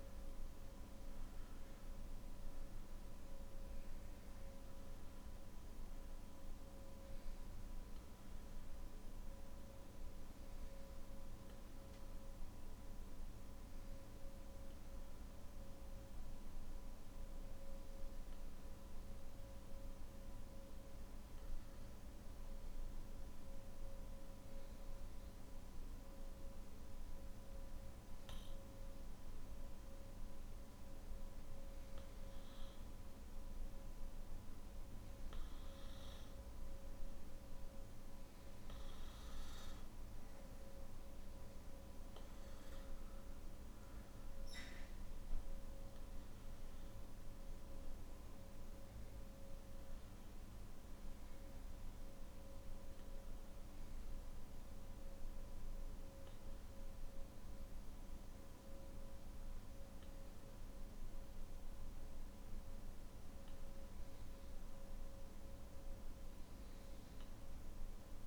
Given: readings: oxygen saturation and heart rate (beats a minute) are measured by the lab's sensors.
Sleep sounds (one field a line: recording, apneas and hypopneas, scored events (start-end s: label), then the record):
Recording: breathing in sleep, hard to hear, by a room microphone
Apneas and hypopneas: 1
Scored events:
23.50-36.00 s: mixed apnea (oxygen 98% before, 94% lowest, heart rate 55 before, 49 extreme, up 12 after)
43.50-62.50 s: oxygen desaturation (device-marked, oxygen 98% before, 94% lowest, heart rate 52 before, 53 extreme)
From the record:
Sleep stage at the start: N1 (lightest sleep)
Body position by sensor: on the back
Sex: male